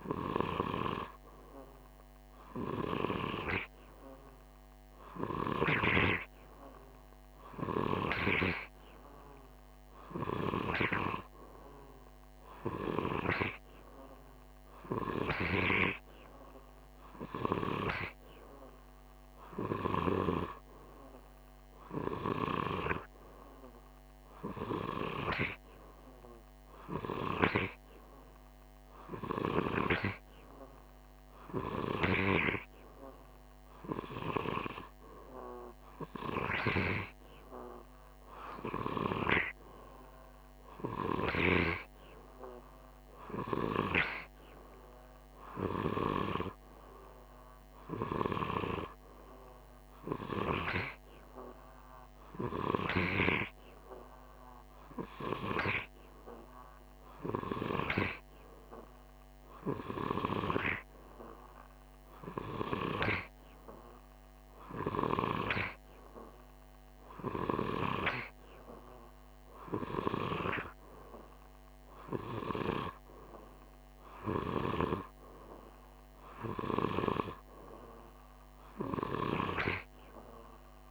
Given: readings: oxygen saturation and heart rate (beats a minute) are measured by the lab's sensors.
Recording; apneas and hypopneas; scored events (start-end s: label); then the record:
breathing in sleep by a microphone on the trachea; none
none scored
From the record:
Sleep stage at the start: N2 (light sleep); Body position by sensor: on the right side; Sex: male